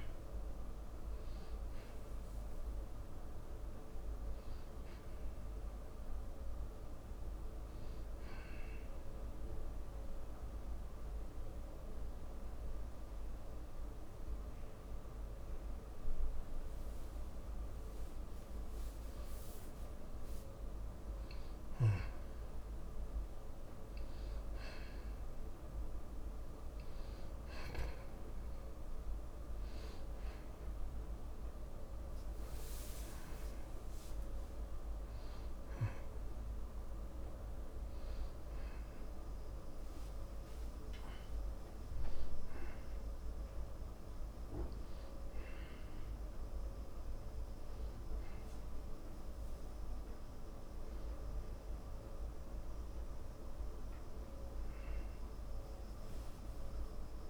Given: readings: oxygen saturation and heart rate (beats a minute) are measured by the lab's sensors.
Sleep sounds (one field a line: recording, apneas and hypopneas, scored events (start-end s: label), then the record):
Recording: breathing in sleep, hard to hear, by a room microphone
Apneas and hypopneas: 1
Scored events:
0.00-15.50 s: oxygen desaturation (device-marked, oxygen 92% lowest)
9.50-20.00 s: obstructive apnea (oxygen 96% before, 93% lowest)
22.00-26.50 s: arousal
40.00-45.00 s: arousal
From the record:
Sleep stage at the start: N2 (light sleep)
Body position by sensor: on the back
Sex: male